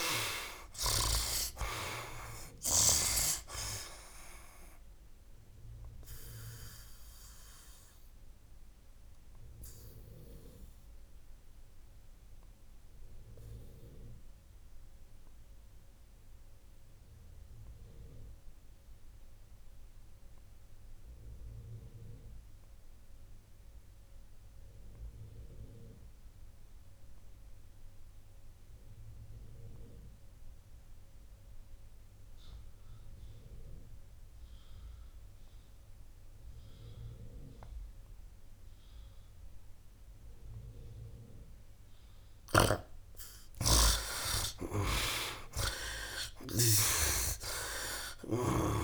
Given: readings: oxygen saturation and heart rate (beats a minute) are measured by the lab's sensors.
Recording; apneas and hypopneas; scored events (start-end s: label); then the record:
breathing in sleep by a room microphone; 1
0.00-1.50 s: arousal
0.00-3.00 s: snoring (device-marked)
0.00-24.50 s: oxygen desaturation (device-marked, oxygen 62% lowest, heart rate 63 extreme)
6.00-42.00 s: obstructive apnea (oxygen 95% before, 62% lowest, heart rate 74 before, 63 extreme, up 18 after)
6.50-8.50 s: long interval between heartbeats (device-marked, heart rate 75 before, 89 extreme)
26.50-48.84 s: oxygen desaturation (device-marked, oxygen 99% before, 63% lowest, heart rate 71 before, 67 extreme)
42.00-46.50 s: snoring (device-marked)
43.00-48.00 s: arousal
From the record:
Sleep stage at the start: N2 (light sleep); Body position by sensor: on the right side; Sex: male